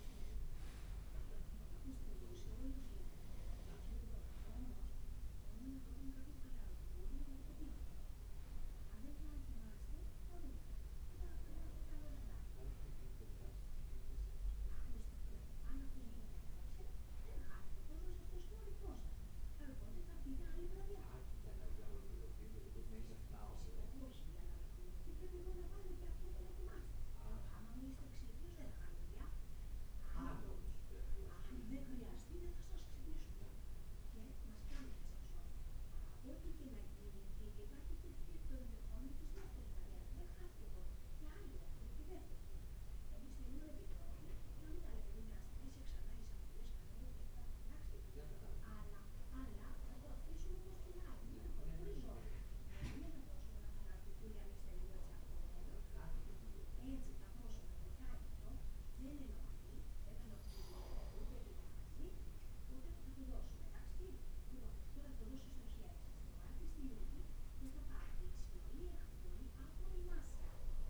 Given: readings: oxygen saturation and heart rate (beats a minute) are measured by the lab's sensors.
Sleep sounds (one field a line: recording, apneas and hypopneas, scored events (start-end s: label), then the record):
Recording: breathing in sleep by a room microphone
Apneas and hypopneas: 1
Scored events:
2.00-3.00 s: leg movement (device-marked)
29.00-34.50 s: arousal
47.00-61.00 s: hypopnea (oxygen 99% before, 94% lowest, heart rate 55 before, 54 extreme, up 1 after)
59.00-70.90 s: new sleep stage, N2 (light sleep)
60.50-67.00 s: leg movement (device-marked)
62.50-66.50 s: arousal
From the record:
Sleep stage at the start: N1 (lightest sleep)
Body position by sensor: on the right side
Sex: male